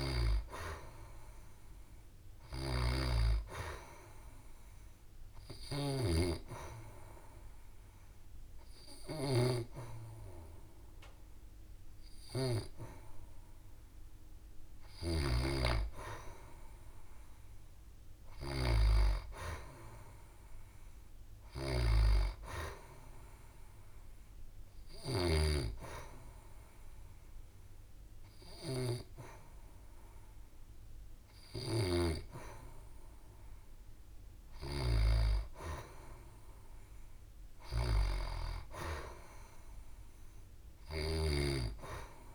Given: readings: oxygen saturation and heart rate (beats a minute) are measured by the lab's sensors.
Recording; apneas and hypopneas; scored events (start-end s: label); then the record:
breathing in sleep by a room microphone; 1
0.00-1.00 s: arousal
4.50-15.50 s: hypopnea (oxygen 94% before, 90% lowest, heart rate 70 before, 68 extreme, up 0 after)
17.00-20.00 s: arousal
28.00-35.00 s: oxygen desaturation (device-marked, oxygen 93% before, 90% lowest, heart rate 71 before, 70 extreme)
39.50-42.00 s: arousal
From the record:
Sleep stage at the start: N2 (light sleep); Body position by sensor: on the back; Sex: female